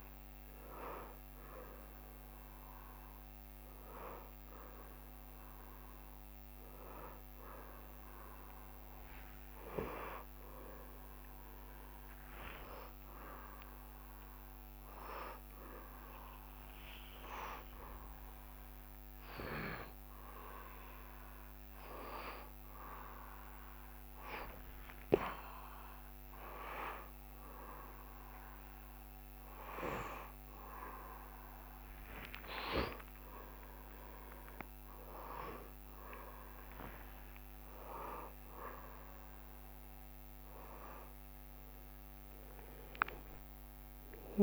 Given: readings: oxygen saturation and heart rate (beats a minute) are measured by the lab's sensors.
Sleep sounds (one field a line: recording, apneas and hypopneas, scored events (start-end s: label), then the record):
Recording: a person awake in a sleep study, by a microphone on the trachea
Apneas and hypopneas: none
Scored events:
0.00-7.50 s: oxygen desaturation (device-marked, oxygen 87% lowest, heart rate 70 extreme)
9.50-11.50 s: long interval between heartbeats (device-marked, heart rate 95 before, 82 extreme)
13.50-15.50 s: long interval between heartbeats (device-marked, heart rate 89 before, 96 extreme)
13.50-17.50 s: tachycardia (device-marked, heart rate 91 before, 116 extreme)
16.00-18.00 s: long interval between heartbeats (device-marked, heart rate 86 before, 99 extreme)
24.50-26.50 s: long interval between heartbeats (device-marked, heart rate 90 before, 80 extreme)
34.50-44.43 s: new sleep stage, N1 (lightest sleep)
36.50-38.50 s: long interval between heartbeats (device-marked, heart rate 87 before, 95 extreme)
39.50-41.50 s: long interval between heartbeats (device-marked, heart rate 84 before, 96 extreme)
From the record:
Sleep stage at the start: awake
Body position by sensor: on the back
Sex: male